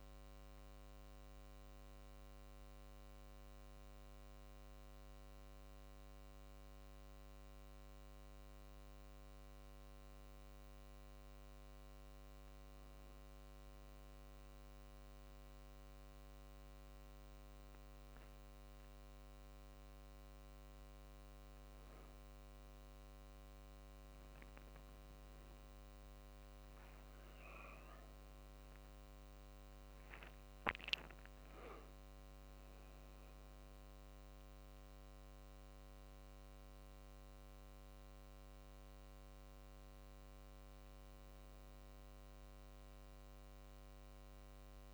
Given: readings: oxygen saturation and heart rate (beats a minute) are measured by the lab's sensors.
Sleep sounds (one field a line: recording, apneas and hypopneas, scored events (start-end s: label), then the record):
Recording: a person awake in a sleep study, hard to hear, by a microphone on the trachea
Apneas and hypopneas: none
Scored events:
0.00-2.00 s: drop in pulse transit time (device-marked, heart rate 49 extreme)
28.00-44.00 s: drop in pulse transit time (device-marked, heart rate 50 before, 48 extreme)
41.50-43.50 s: long interval between heartbeats (device-marked, heart rate 51 before, 52 extreme)
From the record:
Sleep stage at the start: awake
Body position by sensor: on the back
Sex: male